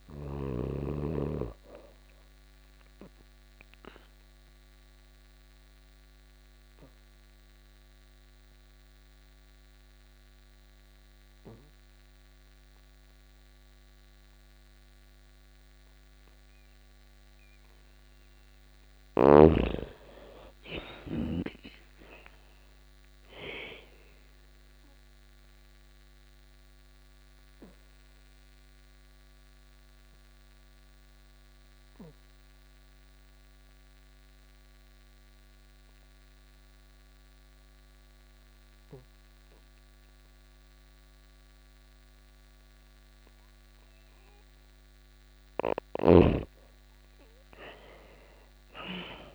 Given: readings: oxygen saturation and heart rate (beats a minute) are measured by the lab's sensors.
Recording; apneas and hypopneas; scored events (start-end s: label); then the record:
breathing in sleep by a microphone on the trachea; 2
0.00-8.00 s: oxygen desaturation (device-marked, oxygen 89% lowest, heart rate 83 extreme)
2.00-18.00 s: obstructive apnea (oxygen 98% before, 85% lowest, heart rate 90 before, 83 extreme, up 8 after)
19.00-21.50 s: arousal
21.00-40.00 s: oxygen desaturation (device-marked, oxygen 98% before, 86% lowest, heart rate 87 before, 83 extreme)
23.50-44.50 s: obstructive apnea (oxygen 98% before, 85% lowest, heart rate 86 before, 83 extreme, up 7 after)
42.00-49.35 s: oxygen desaturation (device-marked, oxygen 99% before, 85% lowest, heart rate 86 before, 84 extreme)
45.00-49.35 s: snoring (device-marked)
46.50-49.35 s: arousal
From the record:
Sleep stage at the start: N2 (light sleep); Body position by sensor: on the back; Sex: female